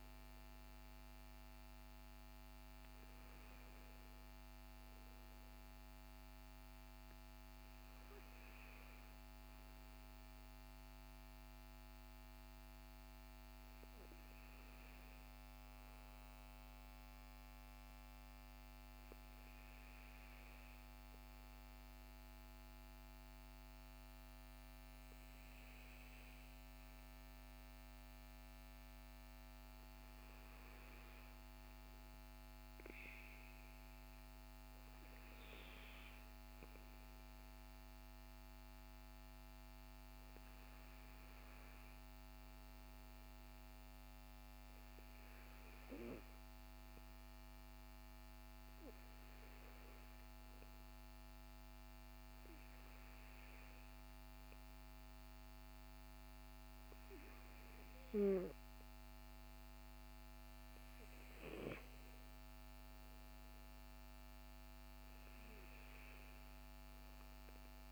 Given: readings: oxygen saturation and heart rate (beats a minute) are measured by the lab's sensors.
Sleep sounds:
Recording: breathing in sleep, hard to hear, by a microphone on the trachea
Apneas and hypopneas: none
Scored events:
8.00-67.92 s: new sleep stage, N2 (light sleep)
From the record:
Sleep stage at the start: N1 (lightest sleep)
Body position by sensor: on the back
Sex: male

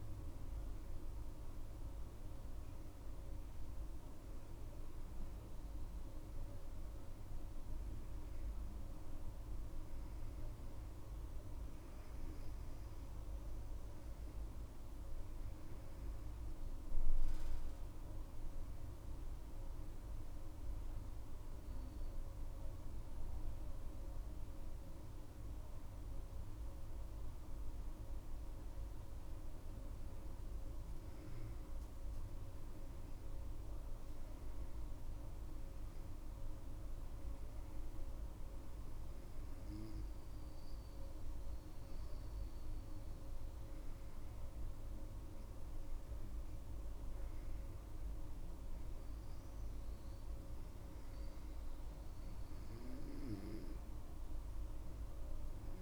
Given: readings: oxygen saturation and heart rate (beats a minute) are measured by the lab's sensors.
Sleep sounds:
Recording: breathing in sleep, hard to hear, by a room microphone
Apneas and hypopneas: none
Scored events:
none scored
From the record:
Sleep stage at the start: N2 (light sleep)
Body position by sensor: on the back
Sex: female

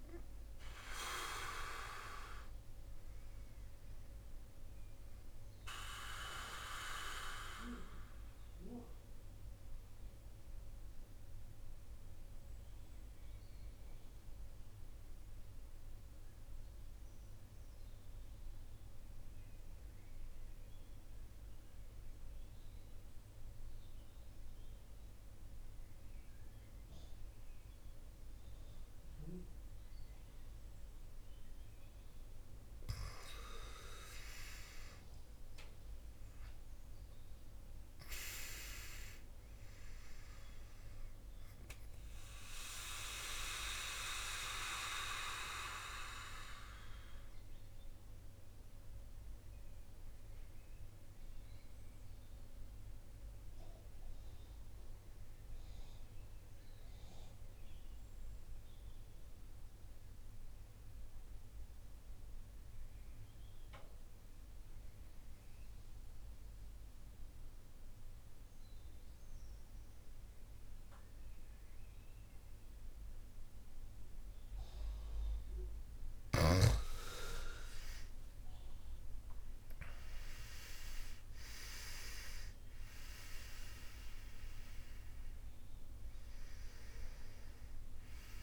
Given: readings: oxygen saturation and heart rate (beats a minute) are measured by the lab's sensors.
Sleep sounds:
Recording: breathing in sleep by a room microphone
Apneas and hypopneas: 2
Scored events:
0.00-26.00 s: oxygen desaturation (device-marked, oxygen 82% lowest)
6.00-31.50 s: mixed apnea (oxygen 99% before, 82% lowest)
33.50-37.50 s: arousal
38.00-64.00 s: oxygen desaturation (device-marked, oxygen 98% before, 87% lowest)
44.00-75.50 s: mixed apnea (oxygen 99% before, 84% lowest)
66.00-88.43 s: oxygen desaturation (device-marked, oxygen 99% before, 84% lowest)
76.50-80.50 s: arousal
From the record:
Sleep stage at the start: N2 (light sleep)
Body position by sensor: on the back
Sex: male

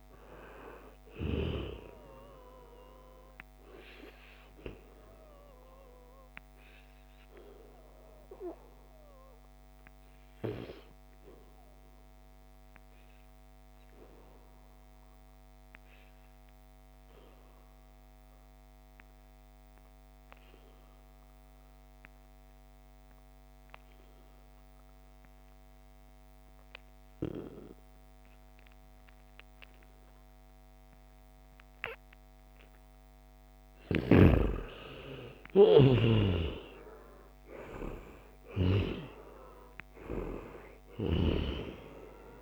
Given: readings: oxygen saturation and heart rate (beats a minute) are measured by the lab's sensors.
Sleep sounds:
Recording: breathing in sleep by a microphone on the trachea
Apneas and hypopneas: 1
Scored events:
0.00-12.50 s: oxygen desaturation (device-marked, oxygen 89% lowest, heart rate 69 extreme)
1.50-34.00 s: obstructive apnea (oxygen 98% before, 88% lowest, heart rate 77 before, 69 extreme, up 9 after)
28.50-42.42 s: oxygen desaturation (device-marked, oxygen 98% before, 88% lowest, heart rate 75 before, 68 extreme)
35.00-39.00 s: arousal
From the record:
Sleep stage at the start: REM sleep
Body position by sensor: on the back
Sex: male

